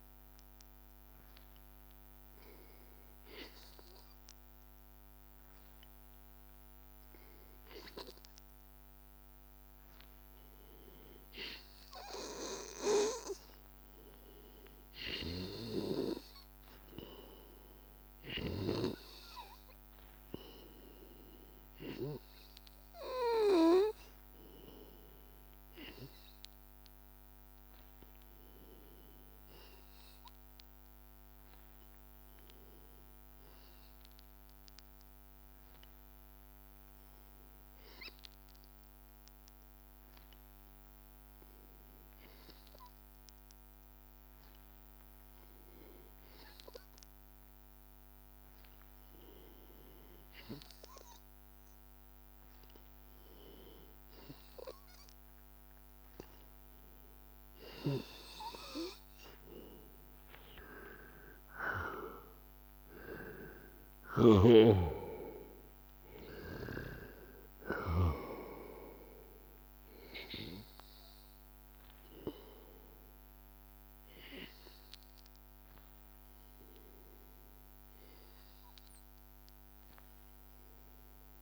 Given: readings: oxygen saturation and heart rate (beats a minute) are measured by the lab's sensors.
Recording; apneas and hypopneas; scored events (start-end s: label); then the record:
breathing in sleep by a microphone on the trachea; 1
16.00-20.50 s: arousal
31.50-51.00 s: hypopnea (oxygen 96% before, 90% lowest, heart rate 85 before, 83 extreme, up 2 after)
52.50-56.50 s: arousal
53.50-68.50 s: oxygen desaturation (device-marked, oxygen 96% before, 91% lowest, heart rate 84 before, 84 extreme)
70.50-81.42 s: oxygen desaturation (device-marked, oxygen 93% before, 90% lowest, heart rate 85 before, 82 extreme)
From the record:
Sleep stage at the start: N2 (light sleep); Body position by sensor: on the back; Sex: male